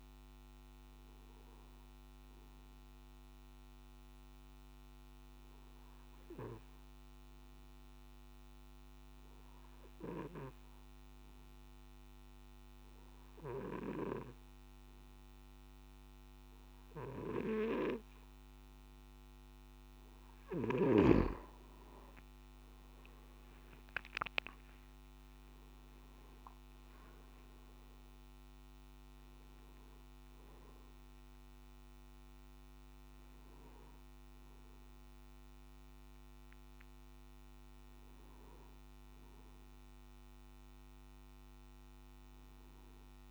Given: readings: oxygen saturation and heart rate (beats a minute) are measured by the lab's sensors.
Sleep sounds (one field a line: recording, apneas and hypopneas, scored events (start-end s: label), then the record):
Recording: breathing in sleep by a microphone on the trachea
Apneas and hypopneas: 1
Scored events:
4.00-19.00 s: obstructive apnea (oxygen 95% before, 92% lowest, heart rate 57 before, 53 extreme, up 10 after)
22.00-43.31 s: oxygen desaturation (device-marked, oxygen 97% before, 92% lowest, heart rate 55 before, 53 extreme)
From the record:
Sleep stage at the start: N1 (lightest sleep)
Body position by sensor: on the back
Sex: male